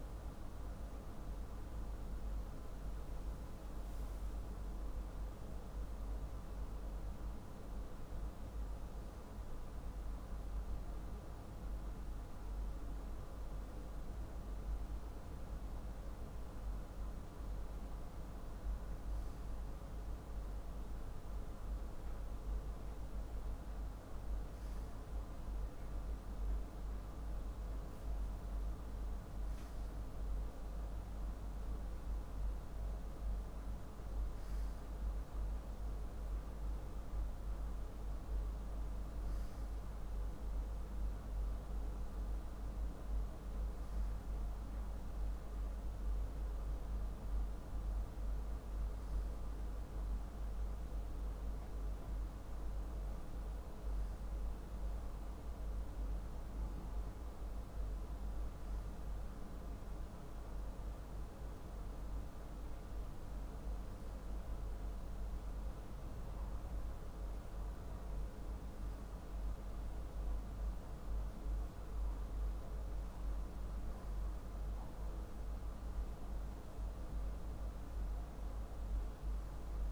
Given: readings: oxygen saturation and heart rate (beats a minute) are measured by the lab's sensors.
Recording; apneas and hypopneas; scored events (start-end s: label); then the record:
breathing in sleep, hard to hear, by a room microphone; none
none scored
From the record:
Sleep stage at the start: N2 (light sleep); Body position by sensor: on the back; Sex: male